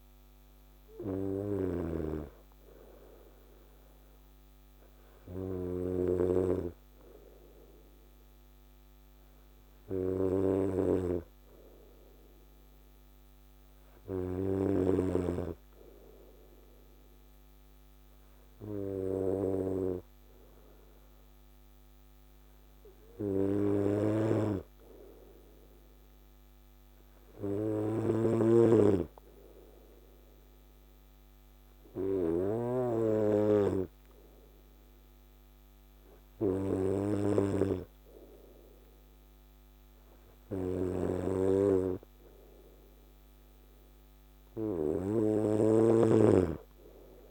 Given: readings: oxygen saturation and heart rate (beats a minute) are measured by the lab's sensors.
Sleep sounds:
breathing in sleep by a microphone on the trachea; none
0.00-5.50 s: snoring (device-marked)
27.50-32.50 s: snoring (device-marked)
40.00-47.31 s: snoring (device-marked)
From the record:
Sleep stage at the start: N2 (light sleep); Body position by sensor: on the right side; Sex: male

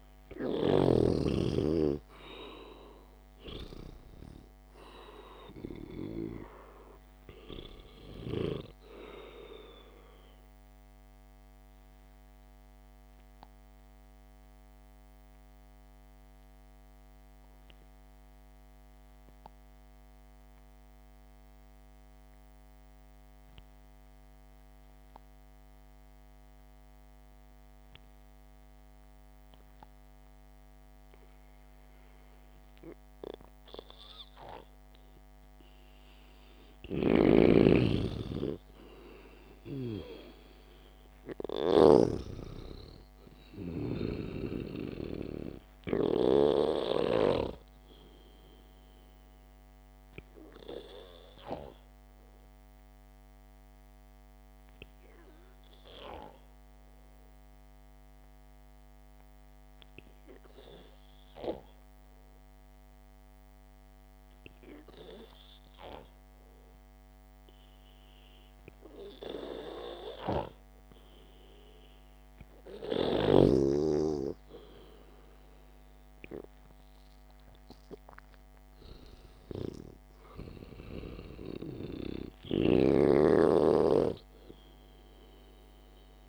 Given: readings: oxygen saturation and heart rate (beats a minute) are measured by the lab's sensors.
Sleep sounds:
breathing in sleep by a microphone on the trachea; 2
0.00-1.50 s: snoring (device-marked)
10.50-32.50 s: obstructive apnea (oxygen 96% before, 91% lowest, heart rate 63 before, 54 extreme)
12.50-29.50 s: oxygen desaturation (device-marked, oxygen 95% before, 91% lowest, heart rate 63 before, 54 extreme)
34.50-38.50 s: arousal
37.50-42.50 s: snoring (device-marked)
39.50-58.50 s: oxygen desaturation (device-marked, oxygen 98% before, 92% lowest, heart rate 67 before, 55 extreme)
44.50-48.00 s: snoring (device-marked)
54.00-68.50 s: obstructive apnea (oxygen 98% before, 91% lowest, heart rate 59 before, 52 extreme)
60.50-68.50 s: oxygen desaturation (device-marked, oxygen 94% before, 91% lowest, heart rate 59 before, 52 extreme)
75.50-79.50 s: arousal
80.00-83.50 s: snoring (device-marked)
81.00-83.00 s: long interval between heartbeats (device-marked, heart rate 60 before, 64 extreme)
From the record:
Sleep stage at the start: N2 (light sleep); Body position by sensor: on the back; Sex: male

